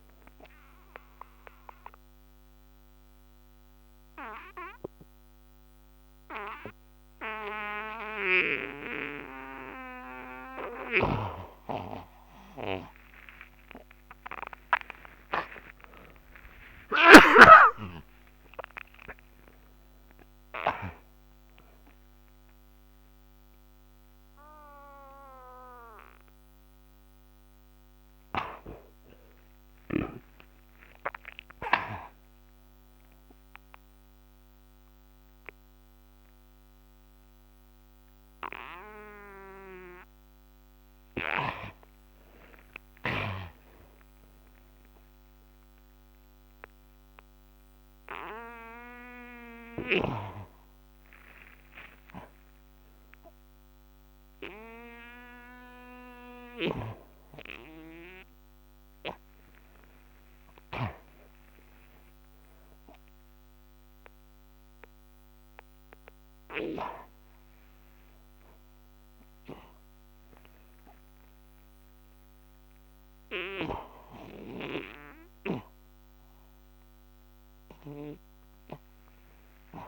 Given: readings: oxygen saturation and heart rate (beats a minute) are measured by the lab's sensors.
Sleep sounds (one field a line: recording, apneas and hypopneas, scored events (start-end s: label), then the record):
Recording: breathing in sleep by a microphone on the trachea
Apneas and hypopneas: 1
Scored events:
0.00-5.50 s: oxygen desaturation (device-marked, oxygen 86% lowest, heart rate 47 extreme)
0.50-11.50 s: obstructive apnea (oxygen 96% before, 84% lowest, heart rate 51 before, 54 extreme)
14.00-18.50 s: arousal
29.50-39.50 s: oxygen desaturation (device-marked, oxygen 94% before, 84% lowest)
39.00-43.00 s: arousal
53.50-60.50 s: oxygen desaturation (device-marked, oxygen 95% before, 90% lowest, heart rate 70 before, 78 extreme)
61.00-65.00 s: arousal
65.50-79.50 s: oxygen desaturation (device-marked, oxygen 94% before, 88% lowest, heart rate 99 before, 68 extreme)
From the record:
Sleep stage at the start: N2 (light sleep)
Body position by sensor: on the back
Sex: male